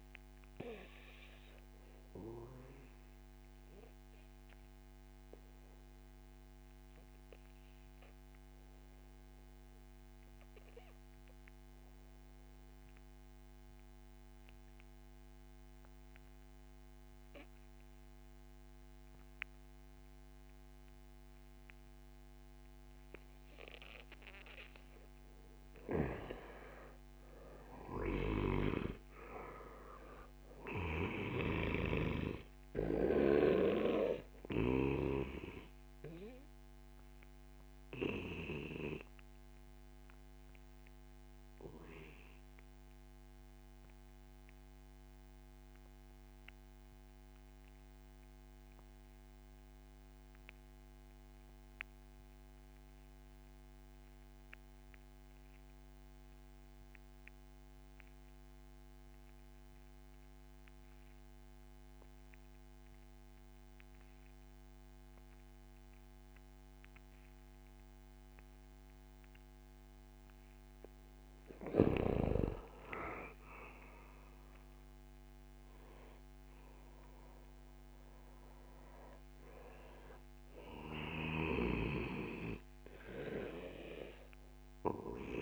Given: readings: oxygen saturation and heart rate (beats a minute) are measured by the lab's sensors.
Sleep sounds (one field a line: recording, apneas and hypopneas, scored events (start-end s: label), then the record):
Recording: breathing in sleep by a microphone on the trachea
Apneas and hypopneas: 2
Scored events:
0.00-14.00 s: oxygen desaturation (device-marked, oxygen 87% lowest)
3.50-24.50 s: mixed apnea (oxygen 96% before, 87% lowest)
26.00-30.50 s: arousal
30.00-53.00 s: oxygen desaturation (device-marked, oxygen 97% before, 90% lowest)
31.00-34.50 s: snoring (device-marked)
38.50-68.50 s: obstructive apnea (oxygen 98% before, 90% lowest)
71.00-75.50 s: arousal
73.00-85.42 s: oxygen desaturation (device-marked, oxygen 96% before, 90% lowest)
76.00-85.42 s: new sleep stage, N2 (light sleep)
From the record:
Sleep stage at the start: REM sleep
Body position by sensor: on the back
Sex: male